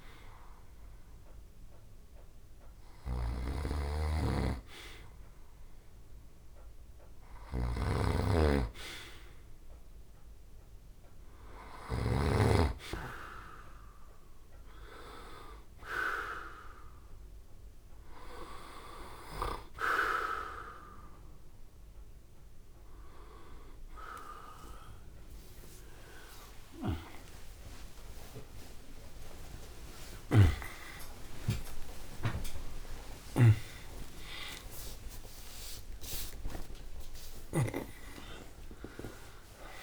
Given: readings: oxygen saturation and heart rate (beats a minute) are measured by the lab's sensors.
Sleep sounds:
a person partly awake in a sleep study, by a room microphone; none
0.00-2.00 s: oxygen desaturation (device-marked, oxygen 86% lowest, heart rate 66 extreme)
0.00-12.00 s: snoring (device-marked)
26.00-39.83 s: new sleep stage, awake
32.50-37.50 s: snoring (device-marked)
From the record:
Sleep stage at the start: REM sleep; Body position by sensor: on the back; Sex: male

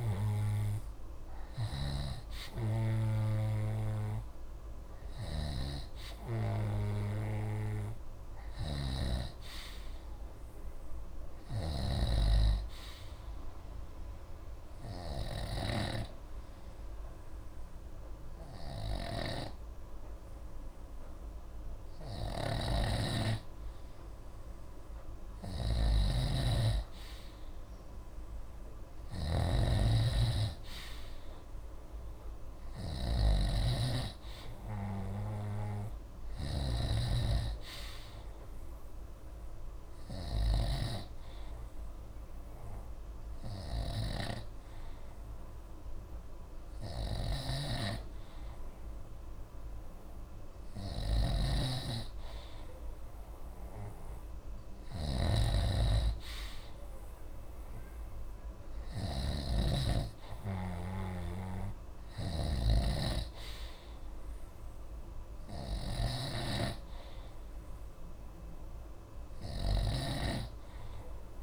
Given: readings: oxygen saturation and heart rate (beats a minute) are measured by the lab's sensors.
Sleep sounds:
breathing in sleep by a room microphone; 2
0.00-71.43 s: snoring (device-marked)
13.50-24.00 s: obstructive apnea (oxygen 93% before, 90% lowest, heart rate 46 before, 37 extreme, up 9 after)
27.00-31.00 s: arousal
30.50-43.50 s: oxygen desaturation (device-marked, oxygen 93% before, 90% lowest, heart rate 56 before, 37 extreme)
40.50-51.50 s: hypopnea (oxygen 94% before, 91% lowest, heart rate 55 before, 45 extreme, up 8 after)
53.50-57.50 s: arousal
From the record:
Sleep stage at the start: N2 (light sleep); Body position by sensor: on the right side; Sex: male

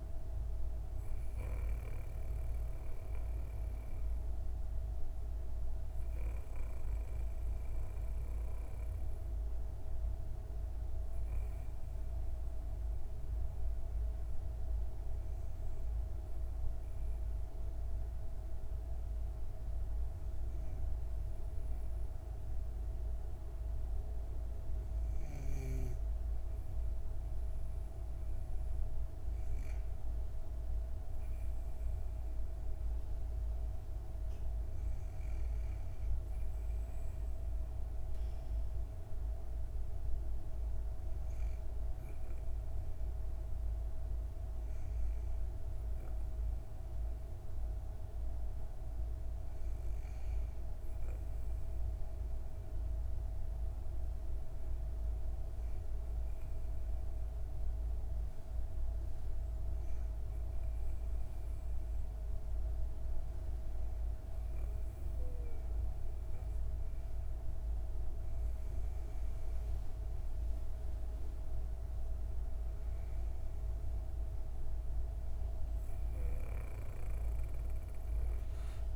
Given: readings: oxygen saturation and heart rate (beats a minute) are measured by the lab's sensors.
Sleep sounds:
breathing in sleep, hard to hear, by a room microphone; 2
13.50-27.50 s: obstructive apnea (oxygen 97% before, 95% lowest, heart rate 73 before, 56 extreme, up 15 after)
32.50-36.50 s: arousal
52.00-64.50 s: hypopnea (oxygen 98% before, 96% lowest, heart rate 76 before, 58 extreme, up 41 after)
67.50-73.00 s: arousal
From the record:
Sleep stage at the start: N2 (light sleep); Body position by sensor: on the back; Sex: female

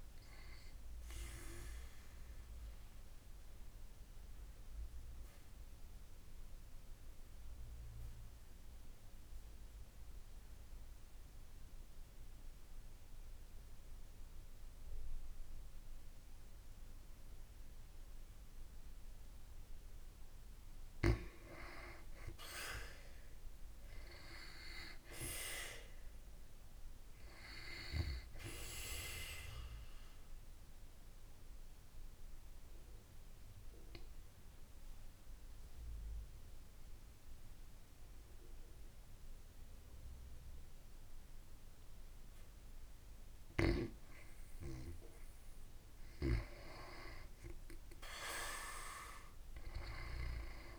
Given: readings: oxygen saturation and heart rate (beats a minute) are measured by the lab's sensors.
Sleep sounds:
breathing in sleep by a room microphone; 2
0.00-26.50 s: oxygen desaturation (device-marked, oxygen 89% lowest, heart rate 53 extreme)
3.00-21.00 s: obstructive apnea (oxygen 95% before, 89% lowest, heart rate 55 before, 53 extreme, up 3 after)
23.00-26.50 s: arousal
29.50-43.00 s: obstructive apnea (oxygen 96% before, 90% lowest, heart rate 54 before, 53 extreme, up 0 after)
31.50-50.50 s: oxygen desaturation (device-marked, oxygen 96% before, 90% lowest, heart rate 54 before, 53 extreme)
From the record:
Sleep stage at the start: N2 (light sleep); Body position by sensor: on the back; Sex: female

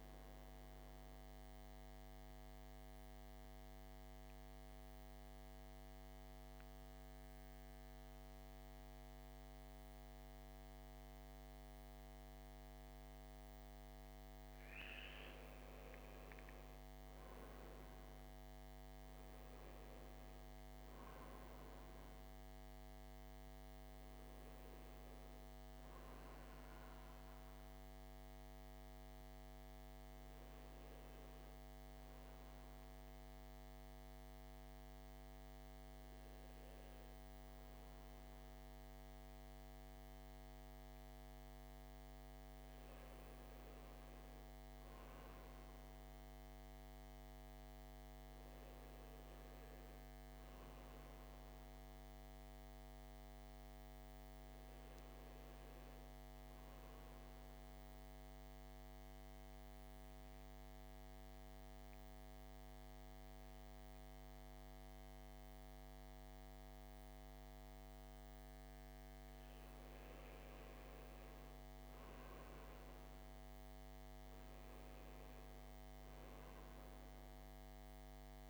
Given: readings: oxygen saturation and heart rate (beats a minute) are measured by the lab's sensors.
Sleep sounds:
breathing in sleep, hard to hear, by a microphone on the trachea; 3
1.50-15.00 s: central apnea (oxygen 98% before, 91% lowest, heart rate 67 before, 56 extreme, up 7 after)
2.50-78.50 s: new sleep stage, N2 (light sleep)
12.50-36.50 s: oxygen desaturation (device-marked, oxygen 98% before, 91% lowest, heart rate 62 before, 59 extreme)
17.50-22.50 s: arousal
32.50-43.50 s: obstructive apnea (oxygen 98% before, 92% lowest, heart rate 62 before, 54 extreme, up 4 after)
47.50-51.50 s: arousal
56.50-69.50 s: mixed apnea (oxygen 98% before, 91% lowest, heart rate 61 before, 54 extreme, up 9 after)
72.50-76.00 s: arousal
75.50-78.50 s: oxygen desaturation (device-marked, oxygen 96% before, 92% lowest, heart rate 58 before, 55 extreme)
From the record:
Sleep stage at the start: N1 (lightest sleep); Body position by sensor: on the back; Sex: male

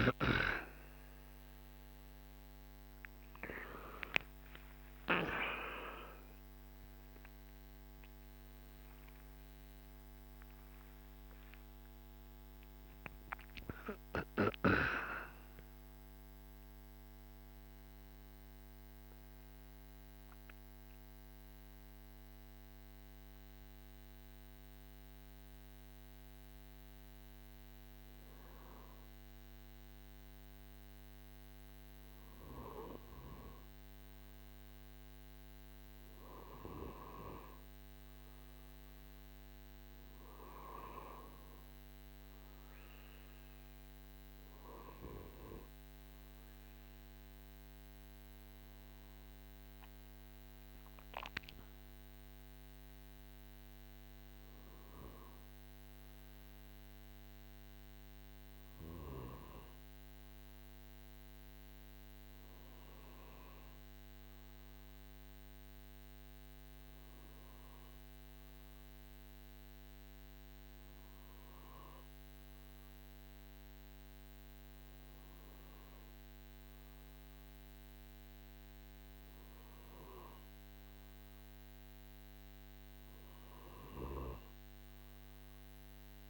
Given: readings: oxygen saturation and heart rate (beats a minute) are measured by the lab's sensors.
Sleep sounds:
breathing in sleep by a microphone on the trachea; none
4.50-6.50 s: long interval between heartbeats (device-marked, heart rate 74 before, 79 extreme)
5.00-10.50 s: arousal
From the record:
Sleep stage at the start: N2 (light sleep); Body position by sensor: on the right side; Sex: male

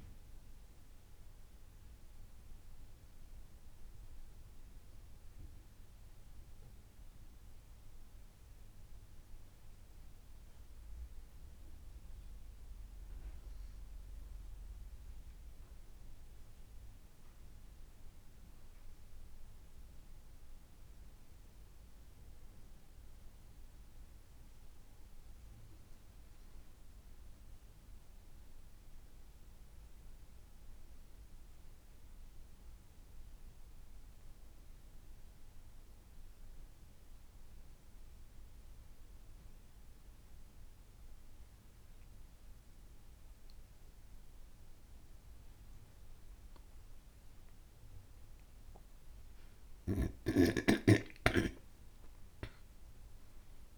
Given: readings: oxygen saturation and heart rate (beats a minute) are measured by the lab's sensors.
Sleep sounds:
breathing in sleep, hard to hear, by a room microphone; none
none scored
From the record:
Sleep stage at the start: N2 (light sleep); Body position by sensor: on the back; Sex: female

